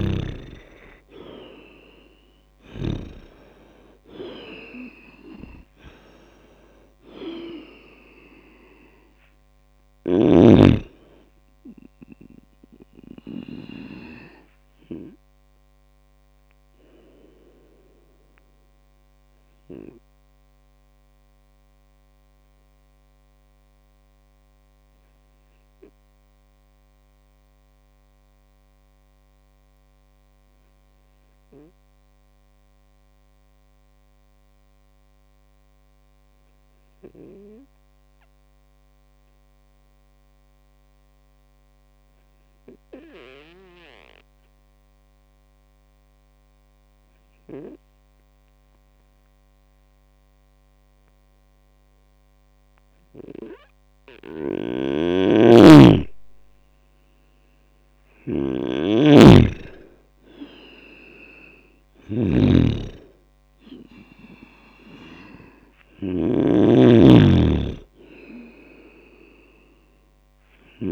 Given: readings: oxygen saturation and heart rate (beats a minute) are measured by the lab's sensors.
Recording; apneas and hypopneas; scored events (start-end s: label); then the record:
breathing in sleep by a microphone on the trachea; 1
0.00-2.50 s: arousal
0.00-2.50 s: snoring (device-marked)
9.50-13.00 s: snoring (device-marked)
19.50-53.00 s: obstructive apnea (oxygen 100% before, 97% lowest, heart rate 79 before, 59 extreme, up 19 after)
54.00-70.92 s: snoring (device-marked)
55.00-59.00 s: arousal
From the record:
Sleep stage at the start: N2 (light sleep); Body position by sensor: on the right side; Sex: male